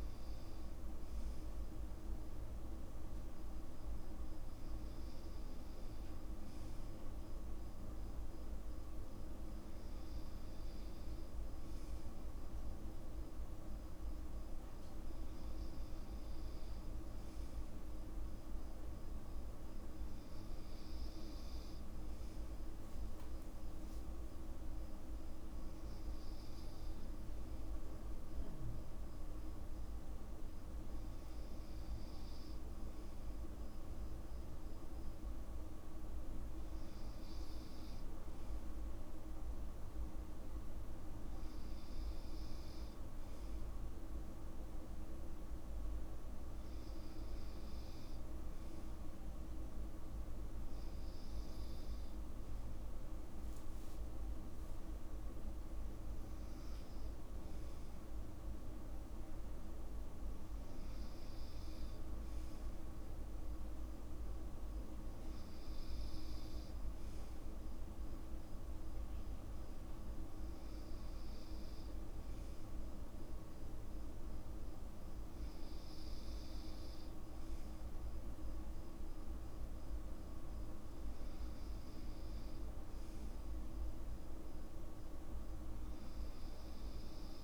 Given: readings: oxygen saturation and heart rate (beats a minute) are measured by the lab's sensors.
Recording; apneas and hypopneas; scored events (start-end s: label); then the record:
breathing in sleep, hard to hear, by a room microphone; none
none scored
From the record:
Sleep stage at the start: N2 (light sleep); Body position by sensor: on the back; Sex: male